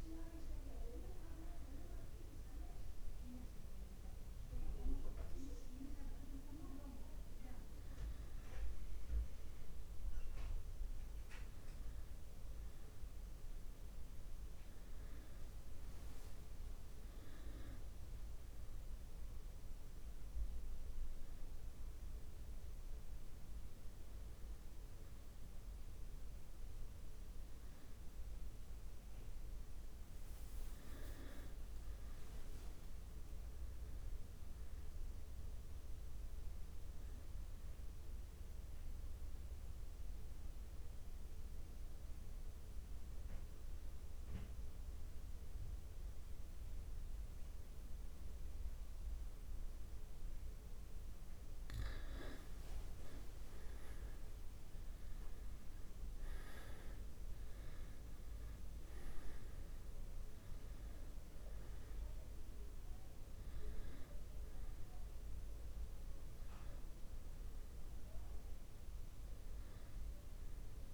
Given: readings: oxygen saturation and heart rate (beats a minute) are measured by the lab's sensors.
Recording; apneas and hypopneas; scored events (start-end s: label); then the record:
a person partly awake in a sleep study, by a room microphone; 1
26.00-70.94 s: new sleep stage, N2 (light sleep)
38.50-51.00 s: obstructive apnea (oxygen 98% before, 93% lowest)
53.00-56.50 s: arousal
65.00-70.94 s: oxygen desaturation (device-marked, oxygen 97% before, 93% lowest)
From the record:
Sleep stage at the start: awake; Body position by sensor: on the back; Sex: male